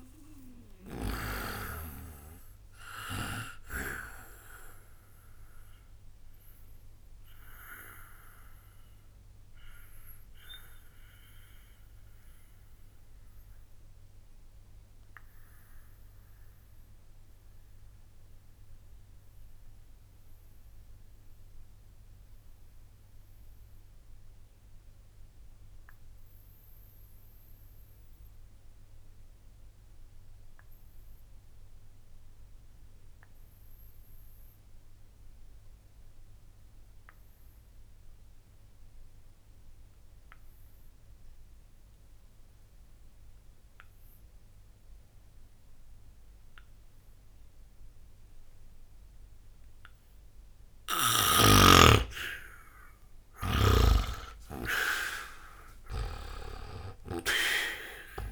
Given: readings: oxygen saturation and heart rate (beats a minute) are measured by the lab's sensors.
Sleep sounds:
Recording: breathing in sleep by a room microphone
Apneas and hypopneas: 1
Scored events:
0.00-25.50 s: oxygen desaturation (device-marked, oxygen 78% lowest, heart rate 59 extreme)
4.50-50.50 s: obstructive apnea (oxygen 97% before, 76% lowest, heart rate 79 before, 59 extreme, up 0 after)
46.50-58.32 s: oxygen desaturation (device-marked, oxygen 100% before, 76% lowest, heart rate 61 before, 59 extreme)
53.50-58.32 s: arousal
53.50-58.32 s: snoring (device-marked)
From the record:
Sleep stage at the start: N2 (light sleep)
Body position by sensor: on the back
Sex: male

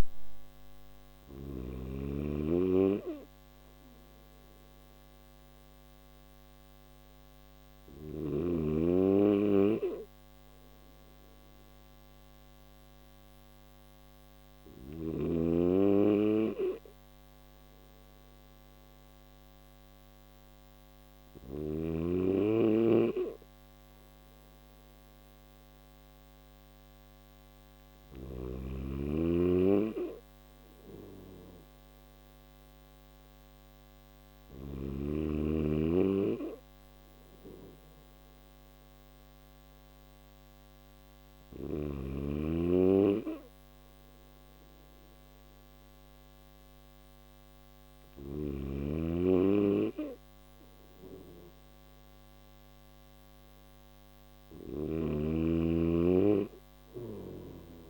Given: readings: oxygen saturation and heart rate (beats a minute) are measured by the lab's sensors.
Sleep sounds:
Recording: breathing in sleep by a microphone on the trachea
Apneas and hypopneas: none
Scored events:
56.00-57.90 s: new sleep stage, N1 (lightest sleep)
56.00-57.90 s: snoring (device-marked)
From the record:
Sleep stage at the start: N3 (deep sleep)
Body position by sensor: on the back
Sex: male

